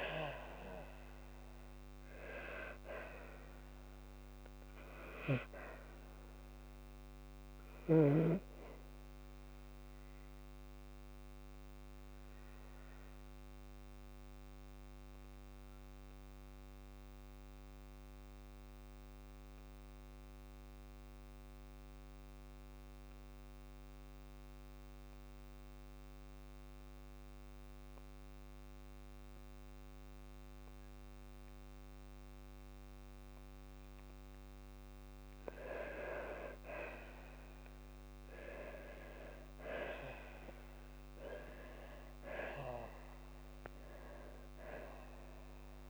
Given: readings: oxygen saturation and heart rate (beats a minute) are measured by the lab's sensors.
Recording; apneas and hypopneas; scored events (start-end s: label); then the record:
breathing in sleep by a microphone on the trachea; 1
0.00-2.00 s: long interval between heartbeats (device-marked, heart rate 55 before, 69 extreme)
10.50-33.00 s: obstructive apnea (oxygen 98% before, 93% lowest, heart rate 62 before, 52 extreme, up 7 after)
29.00-40.00 s: oxygen desaturation (device-marked, oxygen 97% before, 93% lowest, heart rate 53 before, 54 extreme)
41.50-45.90 s: arousal
From the record:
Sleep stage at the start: N2 (light sleep); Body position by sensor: on the left side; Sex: female